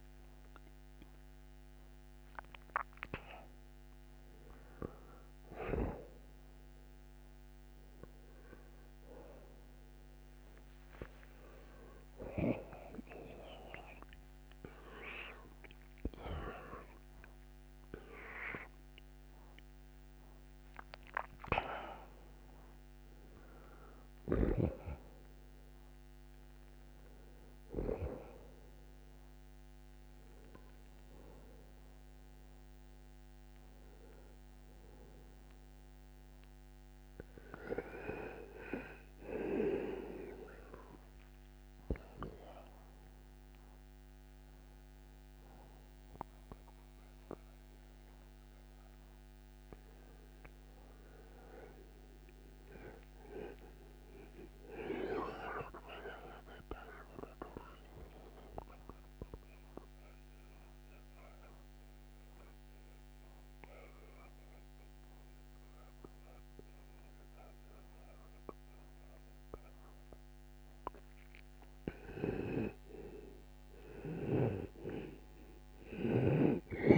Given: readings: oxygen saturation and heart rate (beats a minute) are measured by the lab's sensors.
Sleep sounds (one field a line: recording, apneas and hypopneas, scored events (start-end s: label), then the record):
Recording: a person awake in a sleep study, by a microphone on the trachea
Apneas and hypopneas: 1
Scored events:
23.00-32.00 s: oxygen desaturation (device-marked, oxygen 97% before, 94% lowest, heart rate 75 before, 63 extreme)
56.00-76.98 s: new sleep stage, N1 (lightest sleep)
57.50-71.50 s: central apnea (oxygen 96% before, 94% lowest, heart rate 66 before, 63 extreme, up 4 after)
73.50-76.98 s: arousal
From the record:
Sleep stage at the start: awake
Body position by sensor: on the right side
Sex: male